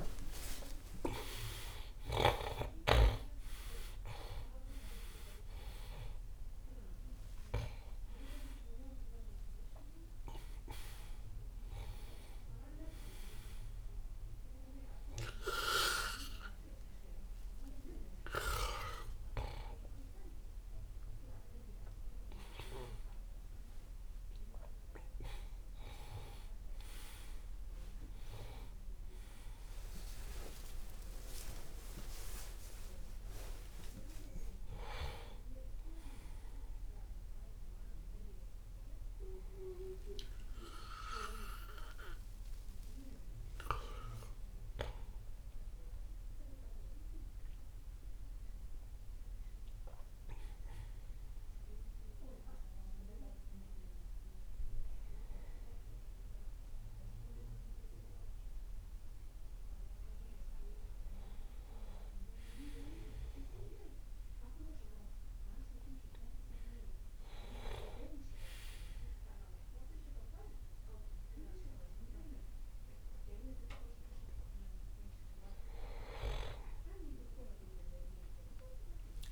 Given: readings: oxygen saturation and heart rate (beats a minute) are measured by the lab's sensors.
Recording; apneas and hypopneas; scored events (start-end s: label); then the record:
a person awake in a sleep study, by a room microphone; none
none scored
From the record:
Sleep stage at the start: awake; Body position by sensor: on the back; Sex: male